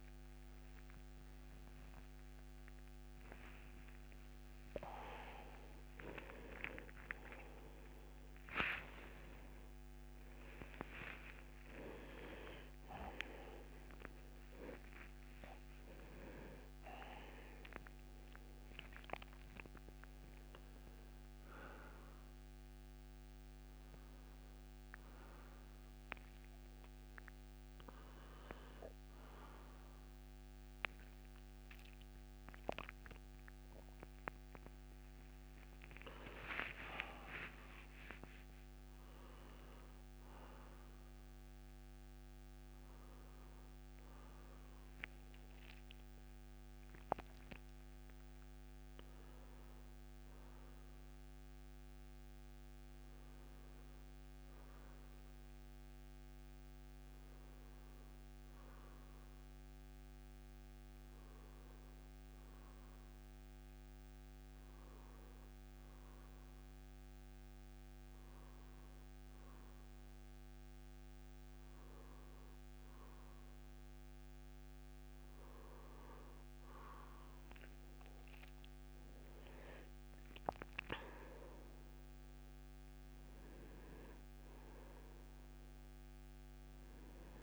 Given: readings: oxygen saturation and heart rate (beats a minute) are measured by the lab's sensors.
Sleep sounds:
a person partly awake in a sleep study, by a microphone on the trachea; 1
31.50-87.43 s: new sleep stage, N1 (lightest sleep)
45.50-74.50 s: hypopnea (oxygen 99% before, 95% lowest, heart rate 64 before, 66 extreme, up 6 after)
From the record:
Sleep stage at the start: awake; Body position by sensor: on the right side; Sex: male

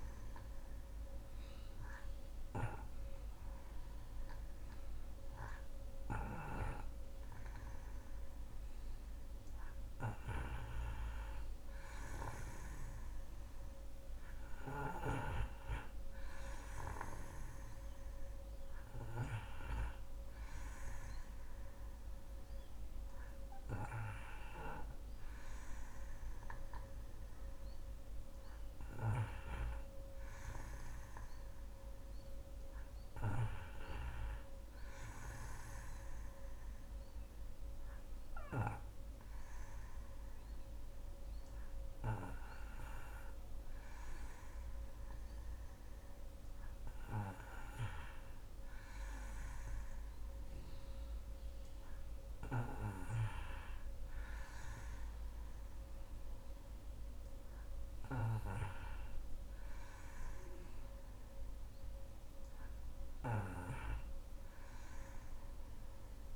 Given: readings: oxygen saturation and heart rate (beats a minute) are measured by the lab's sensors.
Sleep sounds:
breathing in sleep by a room microphone; none
0.00-2.50 s: oxygen desaturation (device-marked, oxygen 92% lowest, heart rate 64 extreme)
13.50-26.50 s: oxygen desaturation (device-marked, oxygen 96% before, 90% lowest, heart rate 65 before, 63 extreme)
From the record:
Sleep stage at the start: N2 (light sleep); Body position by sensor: on the back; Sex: female

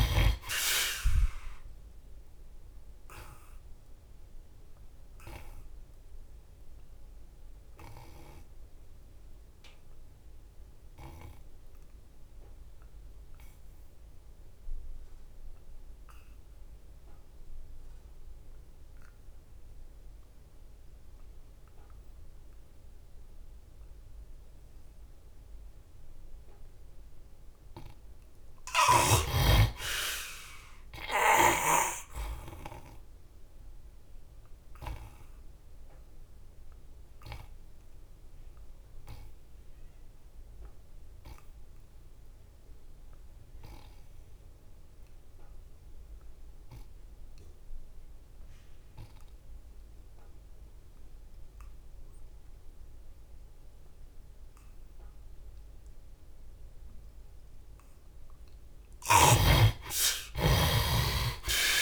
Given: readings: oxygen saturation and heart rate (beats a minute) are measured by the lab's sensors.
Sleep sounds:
breathing in sleep by a room microphone; 2
0.00-12.00 s: oxygen desaturation (device-marked, oxygen 54% lowest, heart rate 71 extreme)
2.00-26.00 s: obstructive apnea (oxygen 87% before, 54% lowest, heart rate 78 before, 71 extreme, up 9 after)
24.00-47.00 s: oxygen desaturation (device-marked, oxygen 78% before, 58% lowest, heart rate 77 before, 73 extreme)
28.00-31.00 s: arousal
34.00-57.50 s: obstructive apnea (oxygen 78% before, 54% lowest, heart rate 74 before, 68 extreme, up 15 after)
55.00-61.82 s: oxygen desaturation (device-marked, oxygen 88% before, 54% lowest, heart rate 79 before, 66 extreme)
58.50-61.82 s: snoring (device-marked)
60.00-61.82 s: arousal
From the record:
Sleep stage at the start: N2 (light sleep); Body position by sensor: on the back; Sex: male

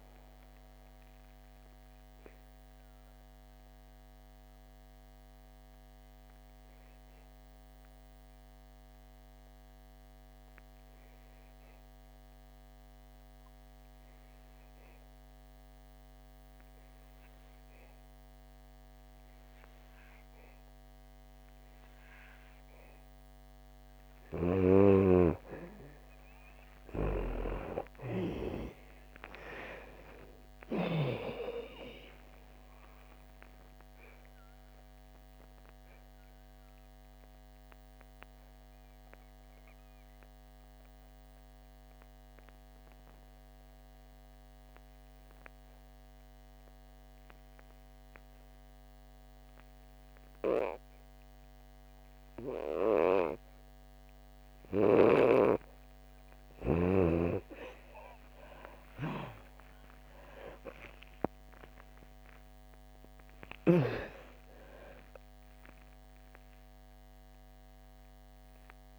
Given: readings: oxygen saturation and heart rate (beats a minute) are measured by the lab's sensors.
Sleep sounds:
breathing in sleep by a microphone on the trachea; 2
0.00-17.00 s: oxygen desaturation (device-marked, oxygen 82% lowest, heart rate 56 extreme)
1.00-24.00 s: mixed apnea (oxygen 99% before, 82% lowest, heart rate 72 before, 56 extreme, up 30 after)
25.00-55.00 s: oxygen desaturation (device-marked, oxygen 99% before, 82% lowest, heart rate 60 before, 38 extreme)
26.50-30.00 s: arousal
32.00-55.50 s: obstructive apnea (oxygen 99% before, 82% lowest, heart rate 65 before, 38 extreme, up 55 after)
58.50-63.50 s: arousal
63.50-68.99 s: snoring (device-marked)
From the record:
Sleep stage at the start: N2 (light sleep); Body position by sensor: on the back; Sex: female

